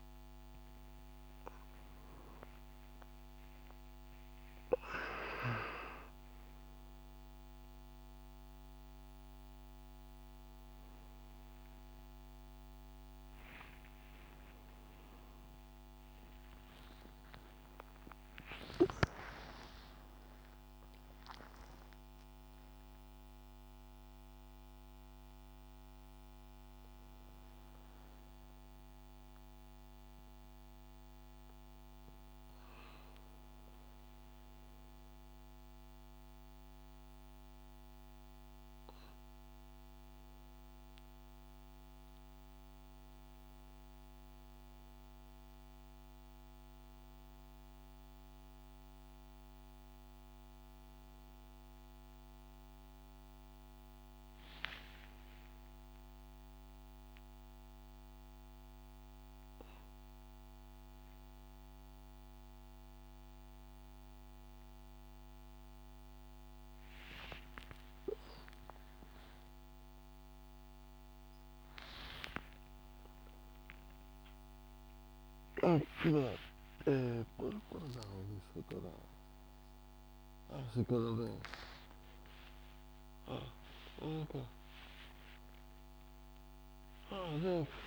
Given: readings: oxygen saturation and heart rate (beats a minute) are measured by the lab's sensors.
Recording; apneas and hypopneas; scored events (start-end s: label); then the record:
a person awake in a sleep study, by a microphone on the trachea; none
75.00-87.00 s: snoring (device-marked)
From the record:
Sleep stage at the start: awake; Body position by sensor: on the back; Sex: male